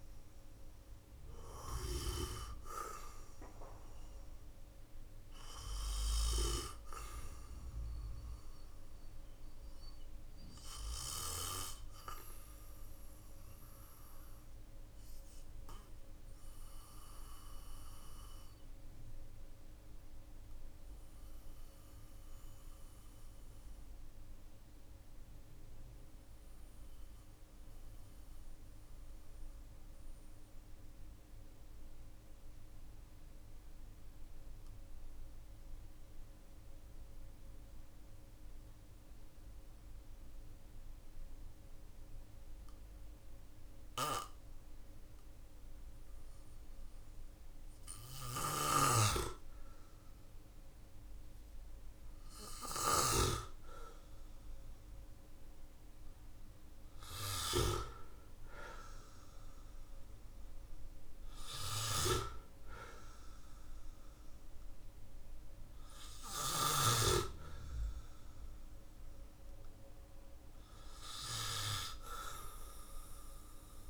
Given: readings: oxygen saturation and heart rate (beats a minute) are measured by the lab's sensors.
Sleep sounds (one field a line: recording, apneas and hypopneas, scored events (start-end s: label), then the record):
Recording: breathing in sleep by a room microphone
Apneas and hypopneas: 1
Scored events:
14.50-47.00 s: mixed apnea (oxygen 97% before, 93% lowest, heart rate 45 before, 46 extreme, up 8 after)
47.50-52.50 s: snoring (device-marked)
50.00-55.00 s: arousal
72.00-73.90 s: oxygen desaturation (device-marked, oxygen 97% before, 94% lowest, heart rate 53 before, 41 extreme)
From the record:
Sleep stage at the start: N2 (light sleep)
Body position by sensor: on the back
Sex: male